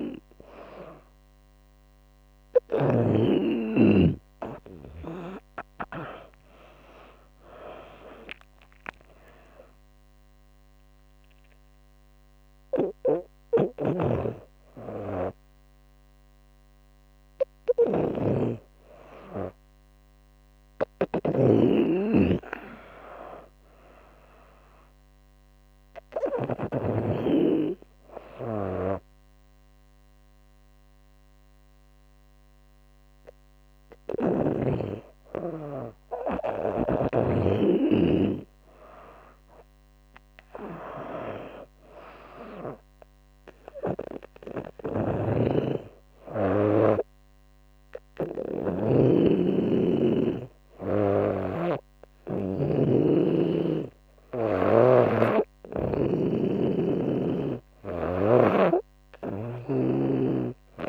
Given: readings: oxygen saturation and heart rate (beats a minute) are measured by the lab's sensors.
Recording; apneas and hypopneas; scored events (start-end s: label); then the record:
breathing in sleep by a microphone on the trachea; none
0.00-2.50 s: snoring (device-marked)
12.50-26.00 s: snoring (device-marked)
44.00-54.00 s: snoring (device-marked)
From the record:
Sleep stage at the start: N2 (light sleep); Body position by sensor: on the back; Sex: female